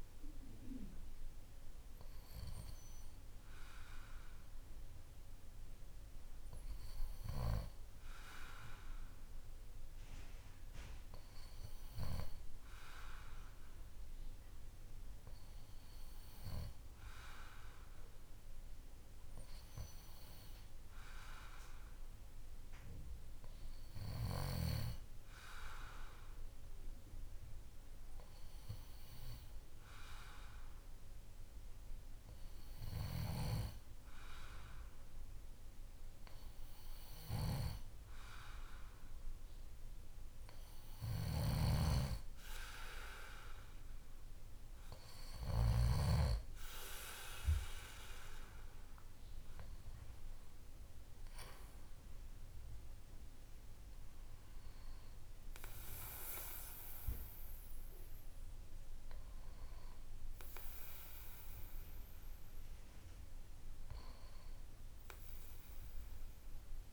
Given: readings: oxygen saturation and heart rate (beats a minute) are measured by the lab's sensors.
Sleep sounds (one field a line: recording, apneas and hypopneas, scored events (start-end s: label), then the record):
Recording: breathing in sleep by a room microphone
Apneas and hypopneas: 1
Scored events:
0.00-1.00 s: arousal
4.50-43.00 s: obstructive apnea (oxygen 95% before, 94% lowest, heart rate 54 before, 53 extreme, up 4 after)
41.00-46.00 s: snoring (device-marked)
44.50-49.00 s: arousal
From the record:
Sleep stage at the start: N2 (light sleep)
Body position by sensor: on the back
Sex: male